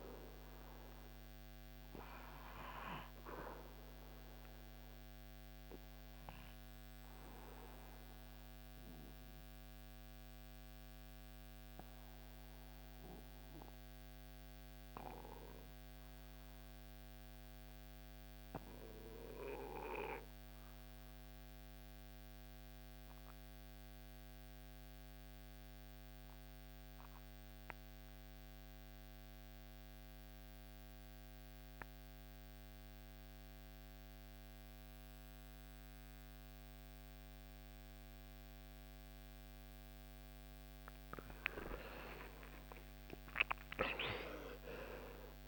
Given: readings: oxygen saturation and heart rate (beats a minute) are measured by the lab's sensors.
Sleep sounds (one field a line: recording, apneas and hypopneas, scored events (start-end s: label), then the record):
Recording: breathing in sleep by a microphone on the trachea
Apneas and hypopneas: 1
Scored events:
4.50-40.00 s: obstructive apnea (oxygen 99% before, 85% lowest, heart rate 77 before, 61 extreme, up 17 after)
14.00-29.00 s: oxygen desaturation (device-marked, oxygen 98% before, 91% lowest, heart rate 74 before, 61 extreme)
From the record:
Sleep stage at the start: N1 (lightest sleep)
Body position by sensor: on the back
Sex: male